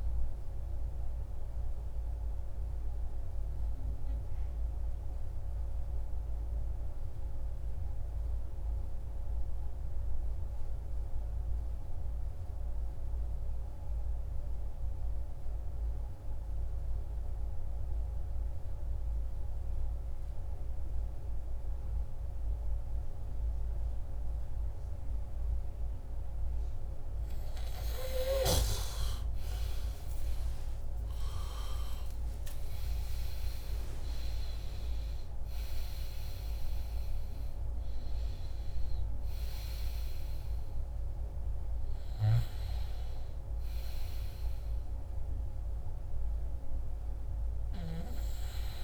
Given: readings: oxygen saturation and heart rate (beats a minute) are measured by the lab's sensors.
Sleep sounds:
breathing in sleep by a room microphone; 1
1.00-26.00 s: obstructive apnea (oxygen 96% before, 91% lowest, heart rate 132 before, 59 extreme, up 19 after)
24.50-48.84 s: oxygen desaturation (device-marked, oxygen 99% before, 91% lowest)
29.00-33.00 s: arousal
From the record:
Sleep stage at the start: N2 (light sleep); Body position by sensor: on the back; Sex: male

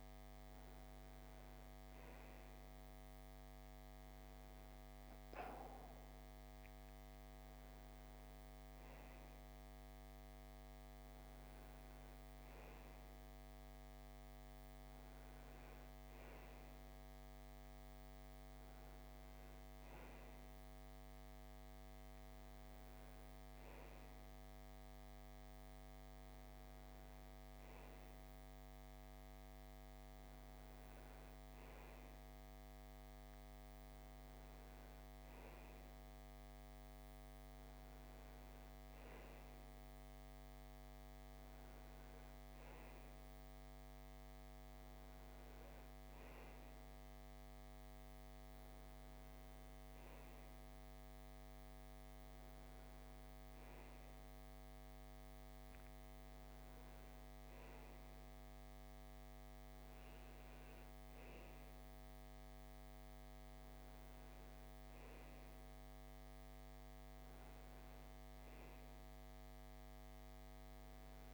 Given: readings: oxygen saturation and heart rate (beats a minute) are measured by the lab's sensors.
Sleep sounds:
breathing in sleep, hard to hear, by a microphone on the trachea; none
none scored
From the record:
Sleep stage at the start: N2 (light sleep); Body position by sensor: on the right side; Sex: male

